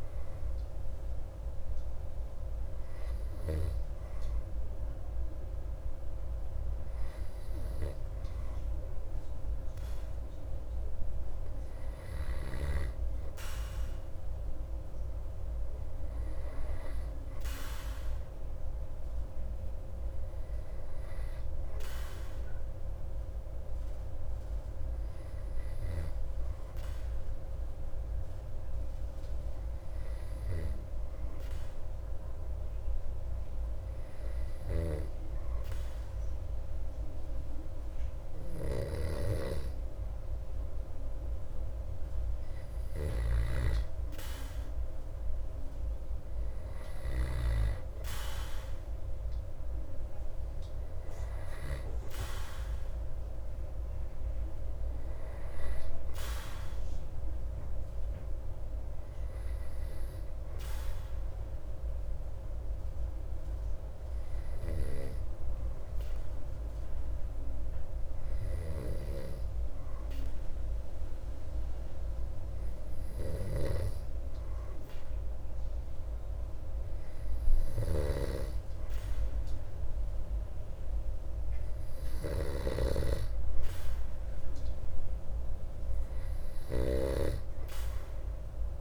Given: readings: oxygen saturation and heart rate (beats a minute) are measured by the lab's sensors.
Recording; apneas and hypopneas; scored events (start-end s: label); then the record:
breathing in sleep by a room microphone; 2
22.50-43.00 s: hypopnea (oxygen 94% before, 92% lowest)
49.00-52.50 s: arousal
63.50-81.50 s: obstructive apnea (oxygen 95% before, 92% lowest)
84.00-88.00 s: arousal
From the record:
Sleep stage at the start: N2 (light sleep); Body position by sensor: on the back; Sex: male